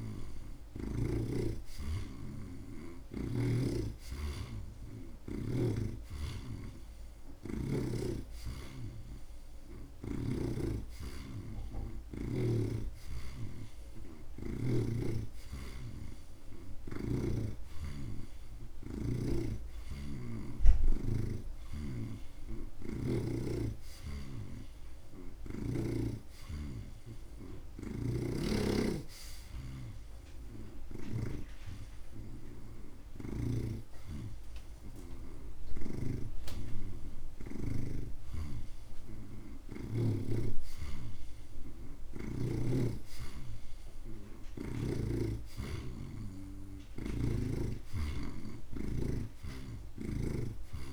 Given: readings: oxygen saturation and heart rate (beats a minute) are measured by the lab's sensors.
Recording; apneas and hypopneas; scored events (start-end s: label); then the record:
breathing in sleep by a room microphone; none
0.00-6.00 s: oxygen desaturation (device-marked, oxygen 80% lowest)
2.00-6.00 s: snoring (device-marked)
12.00-23.00 s: oxygen desaturation (device-marked, oxygen 83% before, 80% lowest)
18.00-21.50 s: snoring (device-marked)
36.00-40.00 s: snoring (device-marked)
From the record:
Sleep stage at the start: N2 (light sleep); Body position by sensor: on the right side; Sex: male